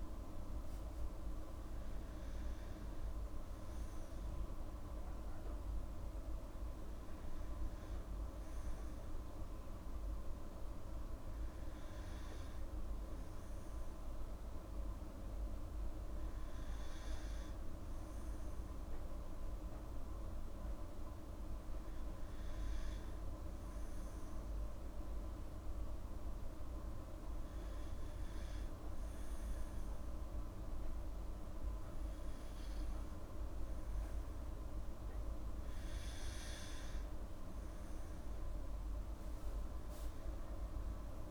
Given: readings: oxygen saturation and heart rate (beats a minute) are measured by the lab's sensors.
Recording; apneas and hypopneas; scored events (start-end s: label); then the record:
breathing in sleep, hard to hear, by a room microphone; none
none scored
From the record:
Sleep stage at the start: N2 (light sleep); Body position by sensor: on the back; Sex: female